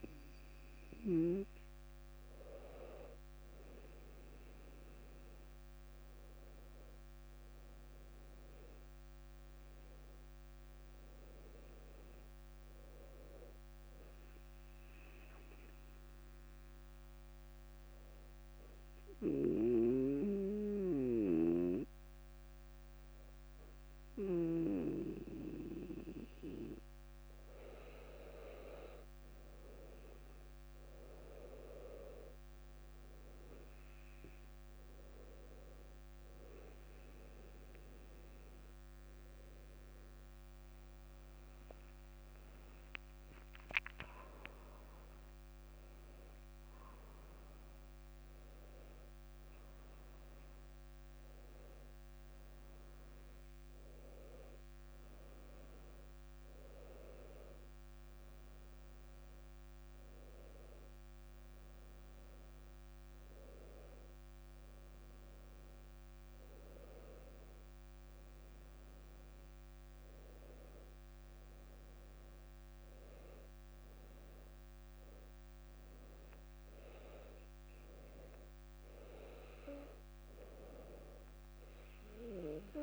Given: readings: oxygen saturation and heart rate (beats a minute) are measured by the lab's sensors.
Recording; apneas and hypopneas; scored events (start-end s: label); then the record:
a person awake in a sleep study, by a microphone on the trachea; 1
15.50-27.00 s: hypopnea (oxygen 99% before, 97% lowest, heart rate 60 before, 60 extreme, up 3 after)
29.00-82.83 s: new sleep stage, awake
44.00-57.00 s: drop in pulse transit time (device-marked, heart rate 62 before, 62 extreme)
From the record:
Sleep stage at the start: N2 (light sleep); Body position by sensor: on the back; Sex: female